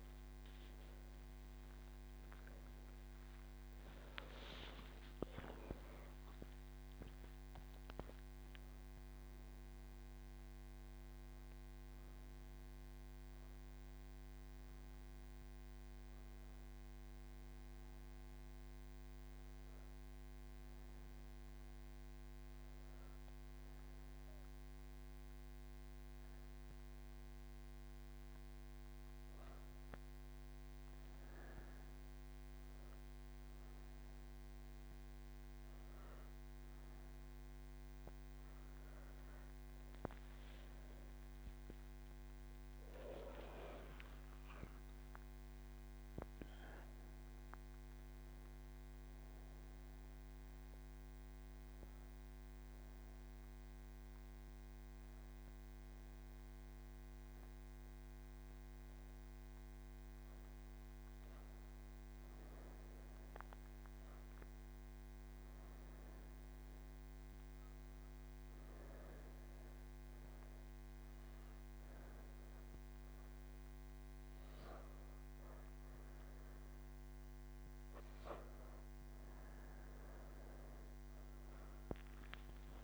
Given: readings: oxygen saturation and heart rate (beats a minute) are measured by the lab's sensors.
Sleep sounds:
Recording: breathing in sleep, hard to hear, by a microphone on the trachea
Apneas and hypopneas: 1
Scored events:
65.00-76.00 s: obstructive apnea (oxygen 100% before, 95% lowest)
From the record:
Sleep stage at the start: N3 (deep sleep)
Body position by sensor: on the right side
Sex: female

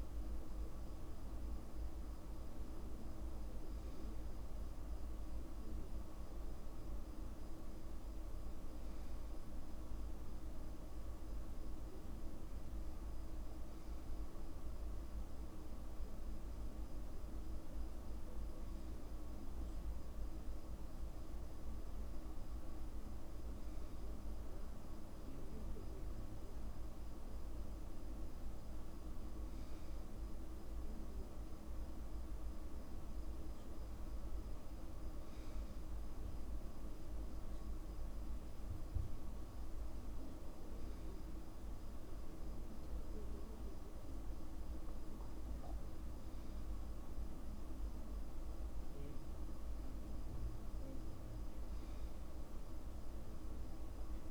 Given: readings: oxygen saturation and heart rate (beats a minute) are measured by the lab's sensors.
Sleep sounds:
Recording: breathing in sleep, hard to hear, by a room microphone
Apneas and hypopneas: none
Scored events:
none scored
From the record:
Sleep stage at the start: N2 (light sleep)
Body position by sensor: on the back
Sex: male

